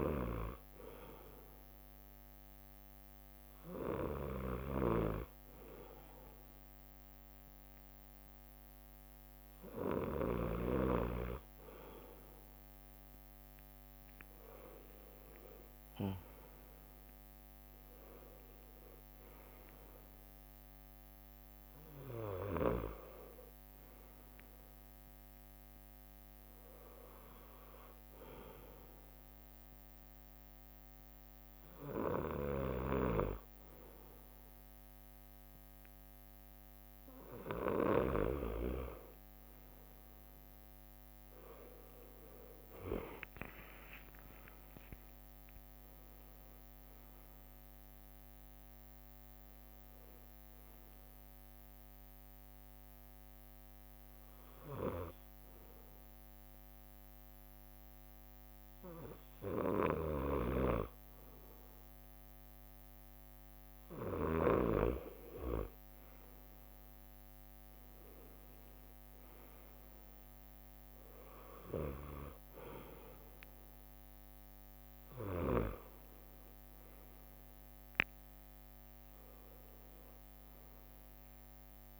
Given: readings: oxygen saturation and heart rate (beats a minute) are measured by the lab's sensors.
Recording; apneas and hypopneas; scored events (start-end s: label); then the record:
breathing in sleep by a microphone on the trachea; 1
7.00-11.00 s: leg movement (device-marked)
14.00-17.50 s: leg movement (device-marked)
15.50-19.50 s: arousal
25.00-26.50 s: leg movement (device-marked)
36.50-37.50 s: drop in pulse transit time (device-marked, heart rate 65 before, 62 extreme)
38.50-42.50 s: leg movement (device-marked)
39.50-55.50 s: drop in pulse transit time (device-marked, heart rate 64 before, 63 extreme)
42.50-51.00 s: leg movement (device-marked)
44.00-46.00 s: long interval between heartbeats (device-marked, heart rate 64 before, 79 extreme)
45.50-49.50 s: arousal
52.50-63.50 s: hypopnea (oxygen 96% before, 94% lowest, heart rate 72 before, 62 extreme, up 5 after)
65.50-68.50 s: leg movement (device-marked)
68.50-78.50 s: drop in pulse transit time (device-marked, heart rate 66 before, 64 extreme)
76.00-78.50 s: leg movement (device-marked)
78.00-82.00 s: arousal
79.00-81.00 s: long interval between heartbeats (device-marked, heart rate 64 before, 80 extreme)
From the record:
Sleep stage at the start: N2 (light sleep); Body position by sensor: on the right side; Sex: male